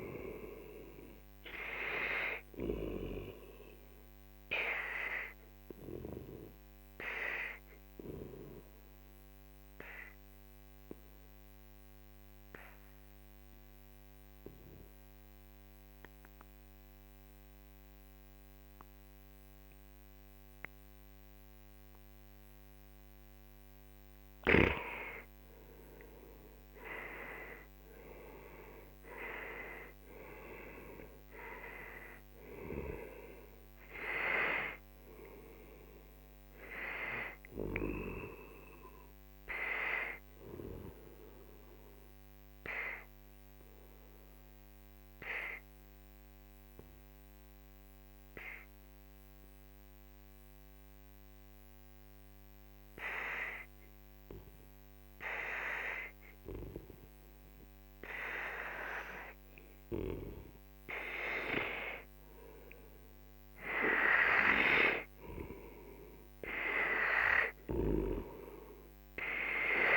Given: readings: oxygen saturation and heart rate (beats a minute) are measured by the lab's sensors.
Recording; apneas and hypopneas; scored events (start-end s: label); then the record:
breathing in sleep by a microphone on the trachea; 2
0.00-11.00 s: oxygen desaturation (device-marked, oxygen 92% lowest, heart rate 42 extreme)
4.00-23.50 s: obstructive apnea (oxygen 96% before, 92% lowest, heart rate 52 before, 42 extreme, up 15 after)
26.00-30.50 s: arousal
33.00-49.00 s: oxygen desaturation (device-marked, oxygen 97% before, 92% lowest, heart rate 51 before, 43 extreme)
43.00-60.00 s: obstructive apnea (oxygen 97% before, 90% lowest, heart rate 54 before, 45 extreme, up 11 after)
61.50-65.50 s: arousal
63.00-69.96 s: oxygen desaturation (device-marked, oxygen 98% before, 92% lowest, heart rate 48 before, 45 extreme)
From the record:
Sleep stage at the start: N2 (light sleep); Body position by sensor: on the right side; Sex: male